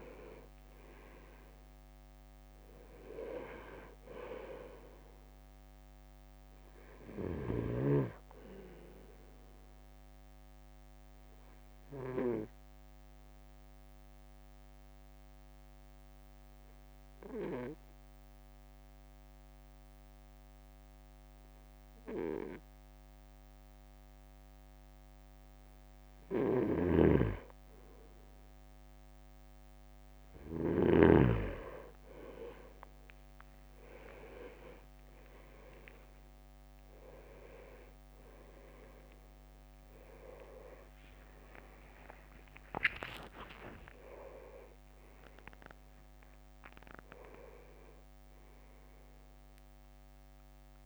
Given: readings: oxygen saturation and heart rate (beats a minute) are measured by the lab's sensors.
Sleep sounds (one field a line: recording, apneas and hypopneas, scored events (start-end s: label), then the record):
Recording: breathing in sleep by a microphone on the trachea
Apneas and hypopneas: 1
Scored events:
0.00-2.00 s: arousal
0.00-10.50 s: drop in pulse transit time (device-marked, heart rate 49 extreme)
10.50-26.50 s: obstructive apnea (oxygen 98% before, 95% lowest, heart rate 53 before, 51 extreme, up 1 after)
26.50-31.00 s: snoring (device-marked)
34.50-41.50 s: arousal
37.50-50.86 s: drop in pulse transit time (device-marked, heart rate 54 before, 59 extreme)
41.50-43.50 s: leg movement (device-marked)
42.50-50.86 s: oxygen desaturation (device-marked, oxygen 98% before, 95% lowest, heart rate 57 before, 49 extreme)
45.50-47.50 s: leg movement (device-marked)
47.50-50.50 s: leg movement (device-marked)
From the record:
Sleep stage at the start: N2 (light sleep)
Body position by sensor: on the right side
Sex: male